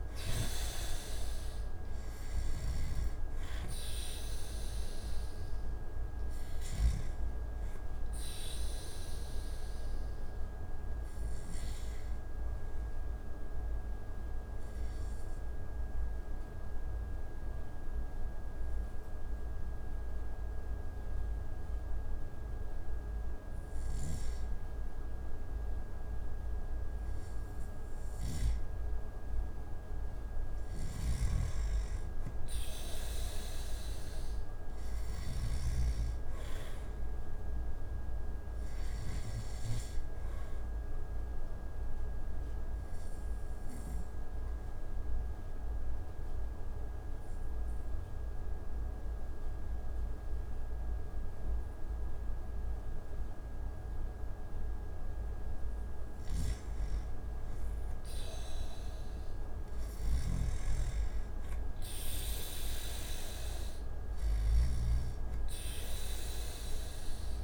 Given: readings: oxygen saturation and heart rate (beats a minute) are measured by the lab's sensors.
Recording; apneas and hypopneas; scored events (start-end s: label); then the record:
breathing in sleep, hard to hear, by a room microphone; 2
1.50-26.50 s: oxygen desaturation (device-marked, oxygen 97% before, 90% lowest)
10.50-27.50 s: obstructive apnea (oxygen 97% before, 90% lowest)
28.50-31.50 s: arousal
39.50-54.50 s: obstructive apnea (oxygen 97% before, 90% lowest)
40.50-56.50 s: oxygen desaturation (device-marked, oxygen 97% before, 90% lowest)
57.00-60.50 s: arousal
59.50-64.50 s: snoring (device-marked)
From the record:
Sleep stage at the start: N2 (light sleep); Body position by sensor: on the back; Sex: male